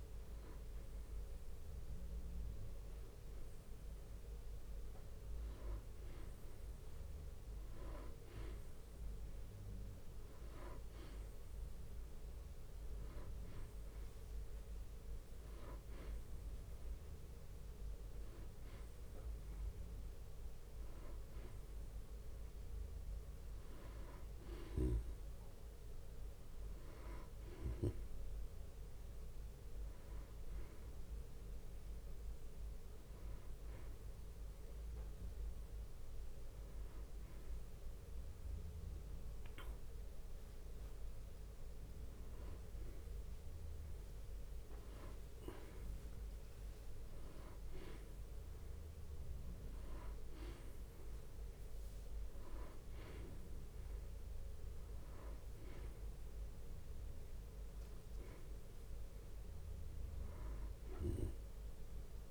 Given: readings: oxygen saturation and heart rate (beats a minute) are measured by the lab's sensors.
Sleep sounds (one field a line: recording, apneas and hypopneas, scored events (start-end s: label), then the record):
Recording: breathing in sleep by a room microphone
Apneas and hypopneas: none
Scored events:
1.00-8.00 s: bradycardia (device-marked, heart rate 68 before, 56 extreme)
13.00-25.00 s: drop in pulse transit time (device-marked, heart rate 60 before, 64 extreme)
30.00-62.31 s: new sleep stage, N2 (light sleep)
44.50-46.50 s: long interval between heartbeats (device-marked, heart rate 64 before, 75 extreme)
48.00-59.00 s: bradycardia (device-marked, heart rate 64 before, 58 extreme)
From the record:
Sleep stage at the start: N1 (lightest sleep)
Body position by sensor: on the back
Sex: male